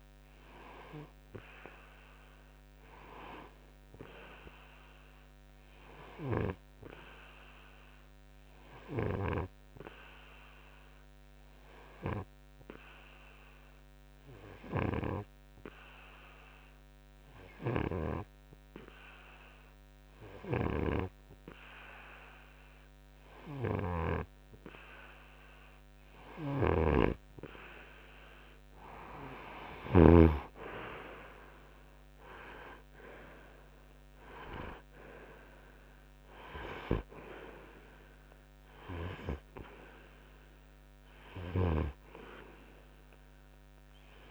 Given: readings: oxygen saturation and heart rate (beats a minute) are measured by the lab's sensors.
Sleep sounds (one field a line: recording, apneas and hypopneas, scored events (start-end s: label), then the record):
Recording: breathing in sleep by a microphone on the trachea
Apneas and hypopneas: 1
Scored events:
8.50-23.50 s: hypopnea (oxygen 92% before, 90% lowest, heart rate 66 before, 60 extreme, up 5 after)
20.50-30.50 s: snoring (device-marked)
30.50-34.50 s: arousal
From the record:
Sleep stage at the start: N2 (light sleep)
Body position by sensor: on the front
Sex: male